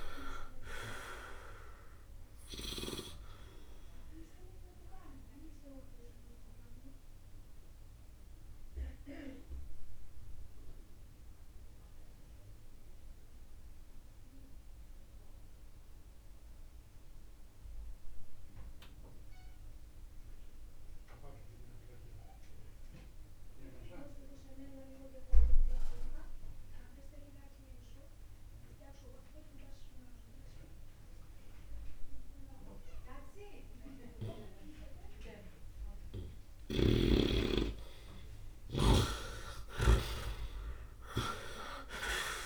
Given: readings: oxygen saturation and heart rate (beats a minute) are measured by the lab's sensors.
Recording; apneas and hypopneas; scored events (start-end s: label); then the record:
breathing in sleep by a room microphone; 1
0.00-26.00 s: oxygen desaturation (device-marked, oxygen 94% before, 73% lowest, heart rate 58 before, 54 extreme)
4.50-35.00 s: obstructive apnea (oxygen 99% before, 69% lowest, heart rate 59 before, 54 extreme)
33.00-42.46 s: oxygen desaturation (device-marked, oxygen 99% before, 91% lowest, heart rate 66 before, 54 extreme)
36.50-42.46 s: snoring (device-marked)
37.00-40.00 s: arousal
From the record:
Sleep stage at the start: N2 (light sleep); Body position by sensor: on the right side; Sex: male